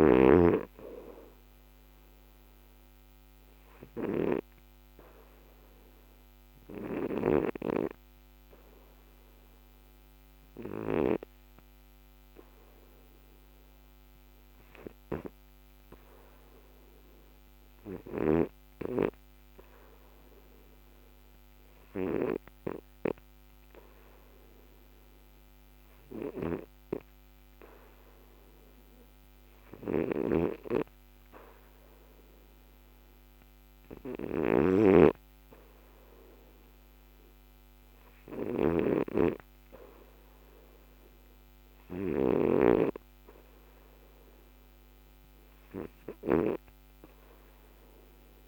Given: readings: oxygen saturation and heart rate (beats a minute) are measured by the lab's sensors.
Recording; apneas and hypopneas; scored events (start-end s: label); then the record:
breathing in sleep by a microphone on the trachea; 1
3.50-28.50 s: obstructive apnea (oxygen 93% before, 84% lowest, heart rate 75 before, 62 extreme, up 2 after)
26.00-48.48 s: oxygen desaturation (device-marked, oxygen 92% before, 84% lowest, heart rate 68 before, 62 extreme)
From the record:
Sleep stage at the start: N2 (light sleep); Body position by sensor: on the back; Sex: male